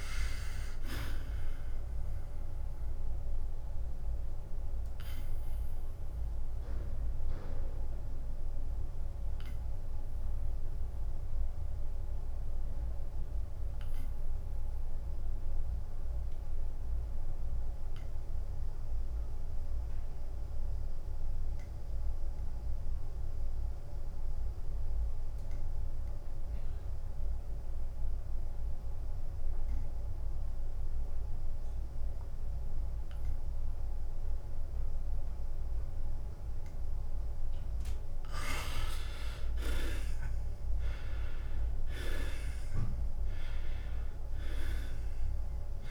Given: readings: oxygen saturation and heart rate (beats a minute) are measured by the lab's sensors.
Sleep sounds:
breathing in sleep by a room microphone; 1
0.00-4.50 s: drop in pulse transit time (device-marked, heart rate 89 extreme)
3.50-37.50 s: obstructive apnea (oxygen 98% before, 73% lowest, heart rate 89 before, 76 extreme, up 8 after)
16.50-27.50 s: oxygen desaturation (device-marked, oxygen 96% before, 73% lowest, heart rate 91 before, 76 extreme)
35.50-45.91 s: drop in pulse transit time (device-marked, heart rate 84 before, 88 extreme)
35.50-45.91 s: oxygen desaturation (device-marked, oxygen 99% before, 93% lowest, heart rate 84 before, 82 extreme)
40.50-45.91 s: arousal
From the record:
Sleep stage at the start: N2 (light sleep); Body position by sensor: on the back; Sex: male

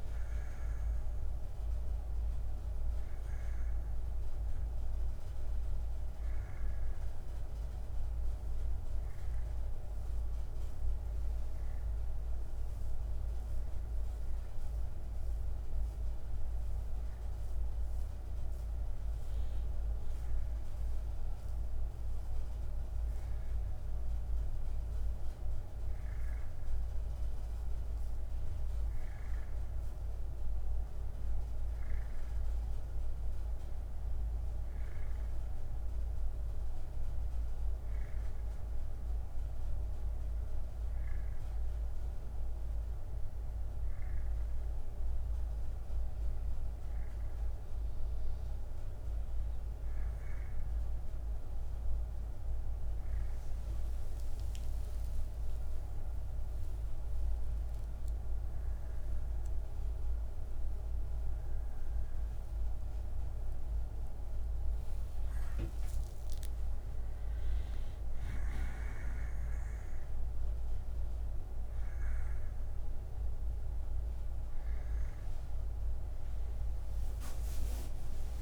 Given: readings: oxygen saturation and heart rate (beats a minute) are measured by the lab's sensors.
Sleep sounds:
a person partly awake in a sleep study, hard to hear, by a room microphone; none
33.00-39.00 s: bradycardia (device-marked, heart rate 67 before, 55 extreme)
48.00-50.00 s: bradycardia (device-marked, heart rate 67 before, 64 extreme)
49.00-78.42 s: new sleep stage, awake
67.00-72.00 s: bradycardia (device-marked, heart rate 68 before, 56 extreme)
From the record:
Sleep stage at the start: N1 (lightest sleep); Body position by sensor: on the back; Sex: male

